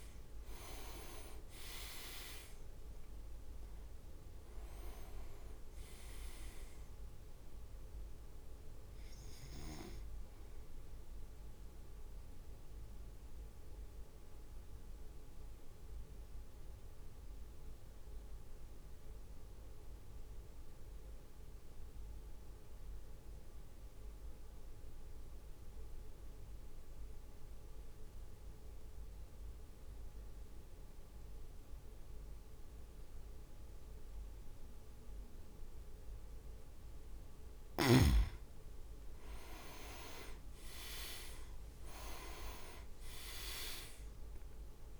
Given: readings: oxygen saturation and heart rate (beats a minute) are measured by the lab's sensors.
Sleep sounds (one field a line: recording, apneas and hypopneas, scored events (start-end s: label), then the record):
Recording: breathing in sleep by a room microphone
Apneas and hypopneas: 1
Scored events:
0.00-10.00 s: oxygen desaturation (device-marked, oxygen 94% lowest, heart rate 49 extreme)
0.00-14.00 s: drop in pulse transit time (device-marked, heart rate 49 extreme)
5.50-6.50 s: leg movement (device-marked)
11.50-37.50 s: mixed apnea (oxygen 99% before, 93% lowest, heart rate 58 before, 51 extreme, up 9 after)
39.50-43.50 s: leg movement (device-marked)
40.00-45.00 s: arousal
42.00-45.00 s: drop in pulse transit time (device-marked, heart rate 55 before, 58 extreme)
From the record:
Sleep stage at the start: N2 (light sleep)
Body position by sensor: on the back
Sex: male